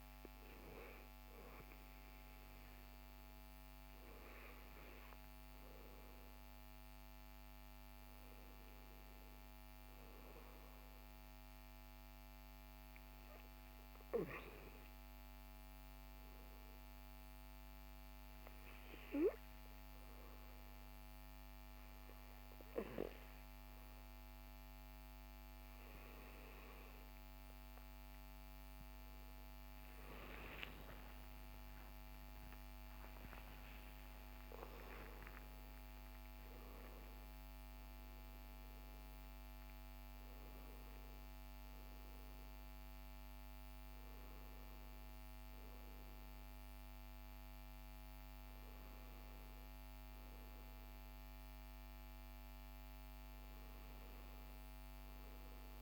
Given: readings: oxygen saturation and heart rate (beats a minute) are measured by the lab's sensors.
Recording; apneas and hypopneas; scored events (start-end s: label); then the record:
breathing in sleep, hard to hear, by a microphone on the trachea; none
29.50-34.00 s: arousal
From the record:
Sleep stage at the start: N2 (light sleep); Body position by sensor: on the back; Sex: male